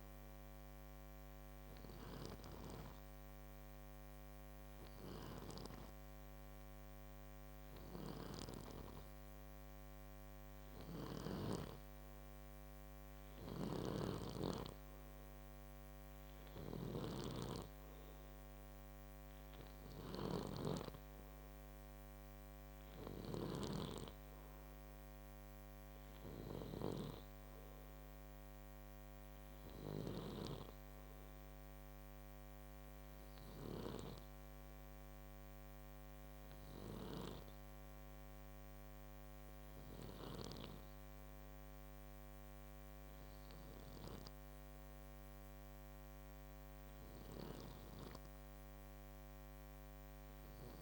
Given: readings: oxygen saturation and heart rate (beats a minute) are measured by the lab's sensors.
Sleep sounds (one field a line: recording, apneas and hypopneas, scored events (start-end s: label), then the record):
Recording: breathing in sleep by a microphone on the trachea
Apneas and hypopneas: none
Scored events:
0.00-5.50 s: snoring (device-marked)
7.50-11.00 s: snoring (device-marked)
13.00-40.00 s: snoring (device-marked)
From the record:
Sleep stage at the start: N2 (light sleep)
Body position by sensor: on the back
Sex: male